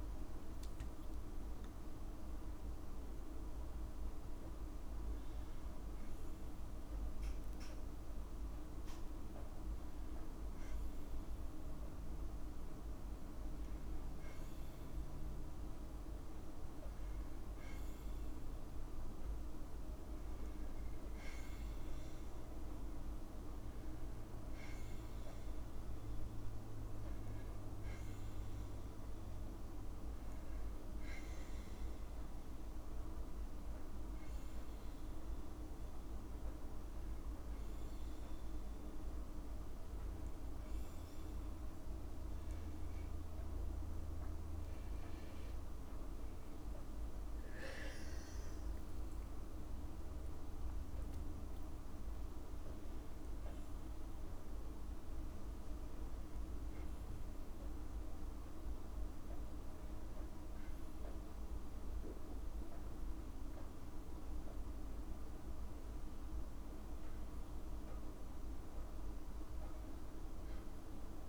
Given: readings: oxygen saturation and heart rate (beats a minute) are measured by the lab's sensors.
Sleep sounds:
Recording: breathing in sleep, hard to hear, by a room microphone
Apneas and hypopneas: none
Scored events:
0.00-2.00 s: long interval between heartbeats (device-marked, heart rate 145 before, 137 extreme)
0.00-3.00 s: tachycardia (device-marked, heart rate 214 extreme)
8.50-10.50 s: long interval between heartbeats (device-marked, heart rate 125 before, 68 extreme)
14.00-16.00 s: long interval between heartbeats (device-marked, heart rate 107 before, 69 extreme)
16.00-22.00 s: tachycardia (device-marked, heart rate 67 before, 113 extreme)
17.00-19.00 s: long interval between heartbeats (device-marked, heart rate 99 before, 95 extreme)
19.00-21.00 s: long interval between heartbeats (device-marked, heart rate 95 before, 103 extreme)
23.00-25.00 s: long interval between heartbeats (device-marked, heart rate 88 before, 101 extreme)
27.50-29.50 s: long interval between heartbeats (device-marked, heart rate 85 before, 80 extreme)
44.50-46.50 s: long interval between heartbeats (device-marked, heart rate 68 before, 87 extreme)
From the record:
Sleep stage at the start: N1 (lightest sleep)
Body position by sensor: on the back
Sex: female

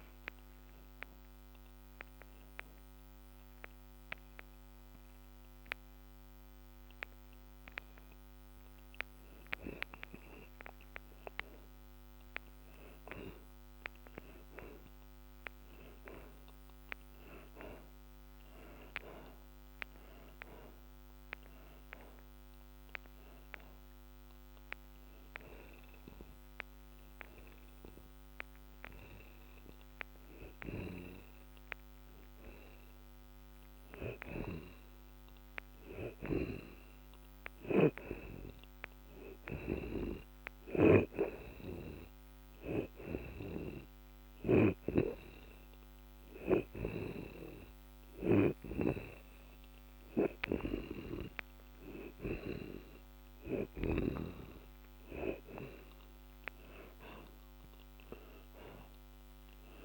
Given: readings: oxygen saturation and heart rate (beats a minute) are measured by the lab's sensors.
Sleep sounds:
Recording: breathing in sleep by a microphone on the trachea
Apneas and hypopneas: 3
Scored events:
0.50-11.00 s: hypopnea (oxygen 91% before, 75% lowest)
1.00-16.00 s: oxygen desaturation (device-marked, oxygen 87% before, 76% lowest)
14.50-19.50 s: arousal
24.00-34.00 s: hypopnea (oxygen 87% before, 75% lowest)
26.00-38.00 s: oxygen desaturation (device-marked, oxygen 87% before, 76% lowest)
35.50-39.00 s: arousal
41.00-52.00 s: hypopnea (oxygen 87% before, 74% lowest)
45.00-58.00 s: oxygen desaturation (device-marked, oxygen 85% before, 77% lowest)
56.00-59.85 s: arousal
From the record:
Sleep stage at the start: N2 (light sleep)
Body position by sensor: on the back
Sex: male

